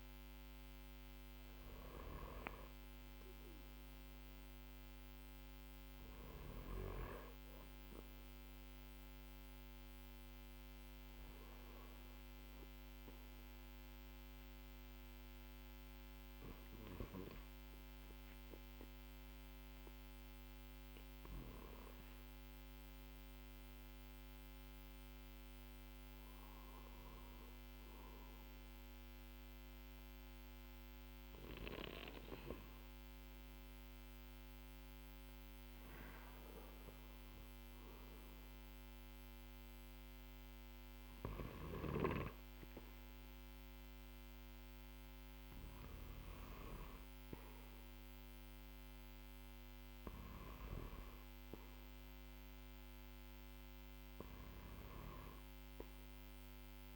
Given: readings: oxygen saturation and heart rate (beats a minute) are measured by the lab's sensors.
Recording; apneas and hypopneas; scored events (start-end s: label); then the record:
breathing in sleep by a microphone on the trachea; 1
19.00-40.00 s: obstructive apnea (oxygen 98% before, 93% lowest, heart rate 48 before, 48 extreme)
40.50-44.50 s: tachycardia (device-marked, heart rate 60 before, 109 extreme)
42.50-47.00 s: arousal
54.50-56.95 s: oxygen desaturation (device-marked, oxygen 96% before, 93% lowest, heart rate 80 before, 49 extreme)
From the record:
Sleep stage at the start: N2 (light sleep); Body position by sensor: on the back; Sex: male